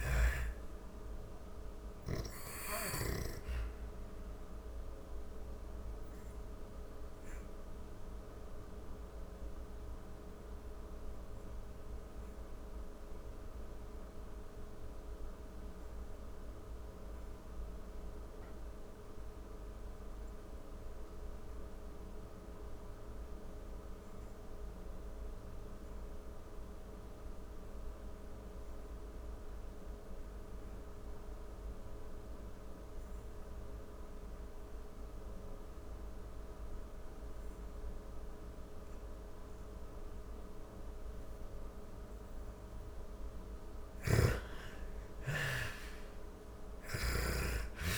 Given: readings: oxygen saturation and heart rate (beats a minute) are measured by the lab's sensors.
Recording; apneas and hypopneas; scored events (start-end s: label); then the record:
breathing in sleep by a room microphone; 1
0.00-20.00 s: oxygen desaturation (device-marked, oxygen 77% lowest, heart rate 46 extreme)
2.50-40.00 s: obstructive apnea (oxygen 99% before, 77% lowest, heart rate 71 before, 46 extreme)
33.00-47.98 s: oxygen desaturation (device-marked, oxygen 98% before, 79% lowest, heart rate 52 before, 40 extreme)
42.00-47.98 s: snoring (device-marked)
43.50-47.50 s: arousal
From the record:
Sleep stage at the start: N2 (light sleep); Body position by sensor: on the back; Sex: female